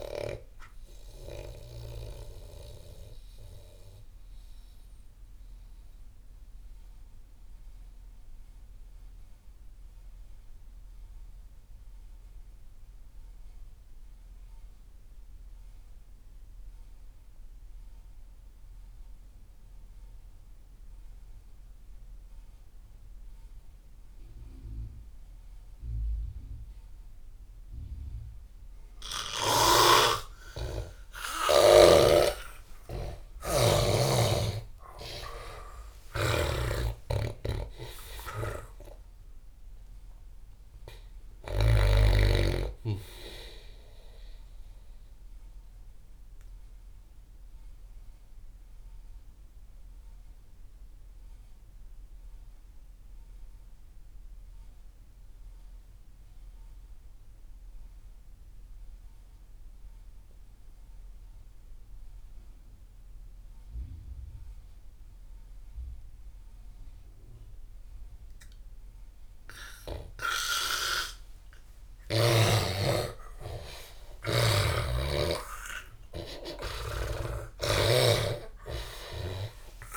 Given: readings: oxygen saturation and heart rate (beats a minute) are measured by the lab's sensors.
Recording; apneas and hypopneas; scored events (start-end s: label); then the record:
breathing in sleep by a room microphone; 2
0.00-7.00 s: oxygen desaturation (device-marked, oxygen 83% lowest)
0.50-30.00 s: mixed apnea (oxygen 98% before, 79% lowest)
23.00-54.00 s: oxygen desaturation (device-marked, oxygen 98% before, 79% lowest)
29.50-34.00 s: snoring (device-marked)
32.00-36.50 s: arousal
36.00-42.00 s: snoring (device-marked)
45.50-69.00 s: obstructive apnea (oxygen 98% before, 79% lowest)
71.00-79.97 s: oxygen desaturation (device-marked, oxygen 97% before, 81% lowest)
72.50-79.00 s: arousal
74.50-78.00 s: snoring (device-marked)
From the record:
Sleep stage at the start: N2 (light sleep); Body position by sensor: on the back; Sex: male